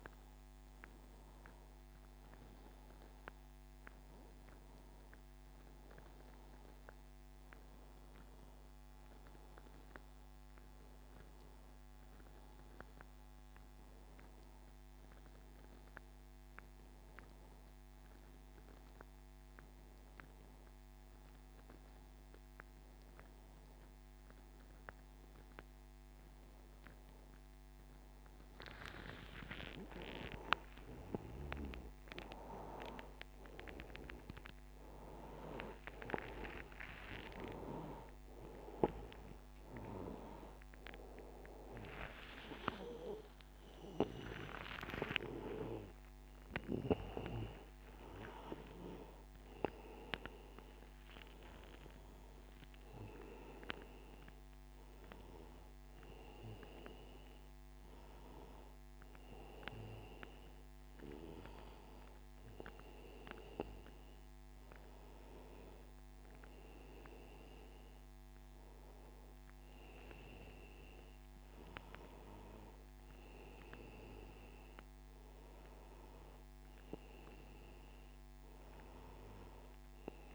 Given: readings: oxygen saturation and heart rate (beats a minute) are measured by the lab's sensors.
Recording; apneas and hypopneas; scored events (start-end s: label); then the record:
a person partly awake in a sleep study, by a microphone on the trachea; none
18.00-48.00 s: new sleep stage, awake
48.00-80.35 s: new sleep stage, N1 (lightest sleep)
From the record:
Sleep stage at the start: N1 (lightest sleep); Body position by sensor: on the back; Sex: male